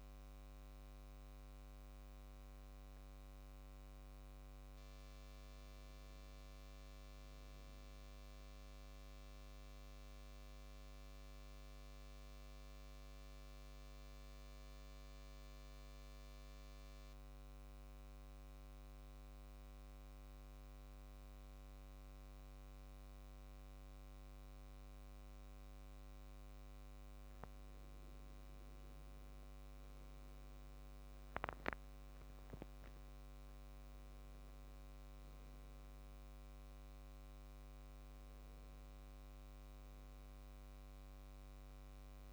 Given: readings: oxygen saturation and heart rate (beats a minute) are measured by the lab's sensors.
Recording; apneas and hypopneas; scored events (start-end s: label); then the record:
breathing in sleep, hard to hear, by a microphone on the trachea; 1
9.00-27.00 s: central apnea (oxygen 98% before, 85% lowest, heart rate 68 before, 65 extreme, up 9 after)
29.00-31.00 s: arousal
30.50-42.33 s: oxygen desaturation (device-marked, oxygen 97% before, 86% lowest, heart rate 68 before, 65 extreme)
From the record:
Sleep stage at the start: N2 (light sleep); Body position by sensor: on the back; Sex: male